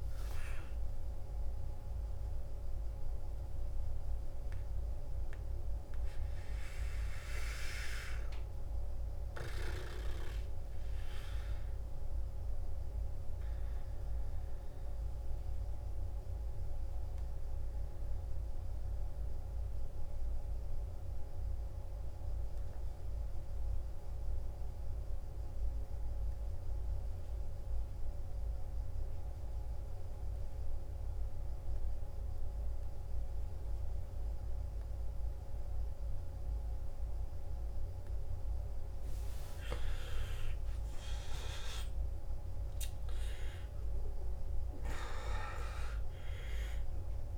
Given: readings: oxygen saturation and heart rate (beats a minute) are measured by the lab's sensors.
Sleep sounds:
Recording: breathing in sleep by a room microphone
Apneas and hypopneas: 1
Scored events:
0.00-16.50 s: oxygen desaturation (device-marked, oxygen 88% lowest, heart rate 52 extreme)
3.50-40.00 s: mixed apnea (oxygen 96% before, 88% lowest, heart rate 66 before, 52 extreme, up 14 after)
36.50-47.38 s: oxygen desaturation (device-marked, oxygen 98% before, 91% lowest, heart rate 54 before, 52 extreme)
40.50-45.50 s: arousal
From the record:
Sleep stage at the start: N2 (light sleep)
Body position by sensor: on the back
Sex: male

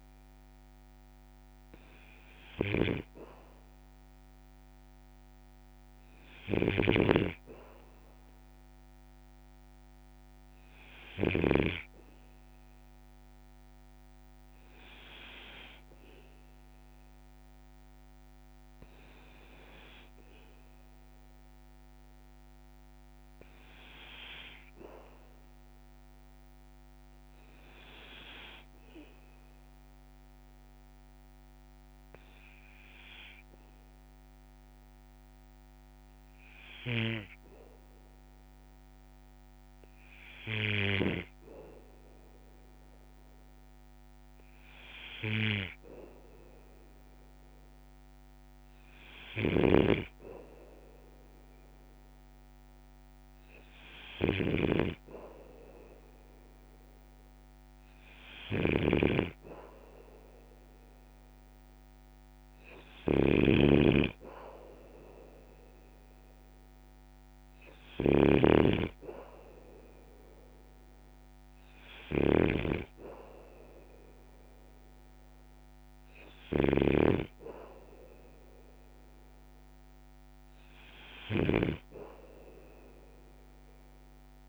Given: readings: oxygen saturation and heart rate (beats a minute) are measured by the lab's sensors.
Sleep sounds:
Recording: breathing in sleep by a microphone on the trachea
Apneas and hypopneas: 1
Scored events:
0.00-11.50 s: snoring (device-marked)
29.00-41.50 s: obstructive apnea (oxygen 97% before, 96% lowest, heart rate 57 before, 56 extreme, up 1 after)
43.00-47.00 s: arousal
49.00-84.49 s: snoring (device-marked)
From the record:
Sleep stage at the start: N2 (light sleep)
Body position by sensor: on the back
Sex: male

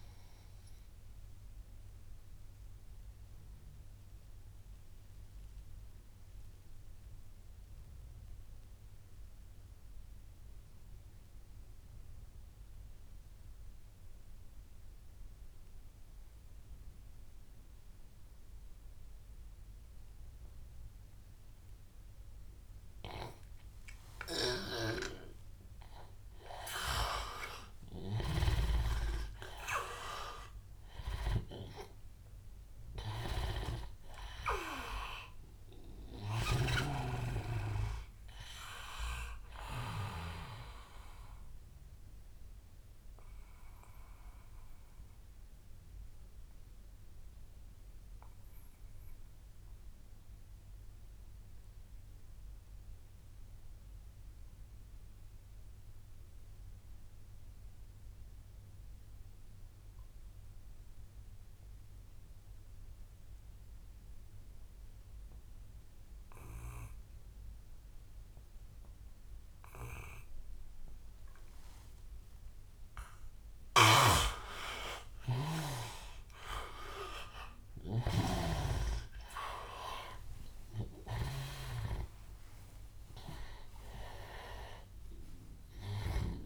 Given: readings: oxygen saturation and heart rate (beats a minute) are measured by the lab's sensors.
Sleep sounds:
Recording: breathing in sleep by a room microphone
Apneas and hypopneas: 2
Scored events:
0.00-10.00 s: oxygen desaturation (device-marked, oxygen 91% before, 88% lowest, heart rate 90 before, 80 extreme)
0.50-25.50 s: obstructive apnea (oxygen 97% before, 88% lowest, heart rate 90 before, 79 extreme, up 11 after)
27.00-30.50 s: arousal
27.00-53.00 s: oxygen desaturation (device-marked, oxygen 99% before, 88% lowest, heart rate 83 before, 76 extreme)
42.50-72.50 s: obstructive apnea (oxygen 99% before, 85% lowest, heart rate 89 before, 76 extreme, up 13 after)
69.00-86.46 s: oxygen desaturation (device-marked, oxygen 98% before, 85% lowest, heart rate 79 before, 75 extreme)
73.50-78.50 s: snoring (device-marked)
74.50-79.50 s: arousal
From the record:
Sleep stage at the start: N2 (light sleep)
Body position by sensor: on the back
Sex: male

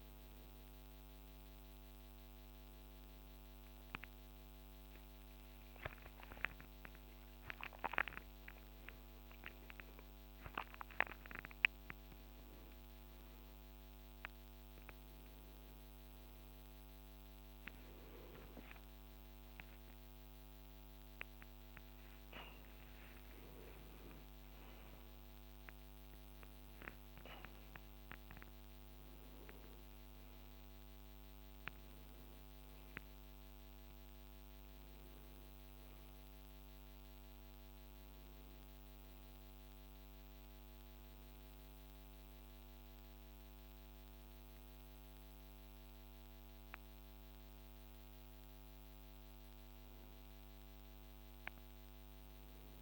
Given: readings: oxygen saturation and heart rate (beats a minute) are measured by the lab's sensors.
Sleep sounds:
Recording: a person awake in a sleep study, by a microphone on the trachea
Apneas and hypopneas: none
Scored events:
8.50-38.50 s: new sleep stage, awake
38.50-52.82 s: new sleep stage, N1 (lightest sleep)
From the record:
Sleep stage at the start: N1 (lightest sleep)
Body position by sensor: on the right side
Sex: male

